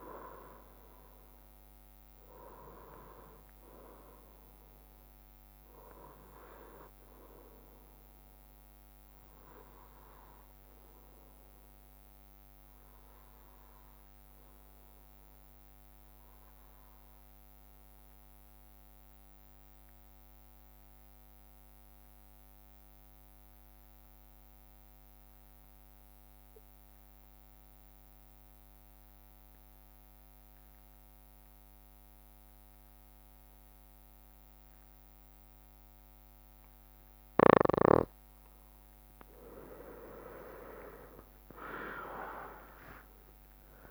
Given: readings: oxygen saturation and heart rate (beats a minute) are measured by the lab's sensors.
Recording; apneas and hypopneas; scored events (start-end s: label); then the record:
breathing in sleep by a microphone on the trachea; 1
14.50-37.00 s: obstructive apnea (oxygen 97% before, 91% lowest, heart rate 64 before, 53 extreme, up 7 after)
30.50-43.91 s: oxygen desaturation (device-marked, oxygen 96% before, 91% lowest, heart rate 64 before, 53 extreme)
31.50-40.50 s: bradycardia (device-marked, heart rate 64 before, 53 extreme)
40.50-43.91 s: arousal
41.50-43.91 s: drop in pulse transit time (device-marked, heart rate 60 before, 58 extreme)
From the record:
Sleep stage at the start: N2 (light sleep); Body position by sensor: on the right side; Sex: male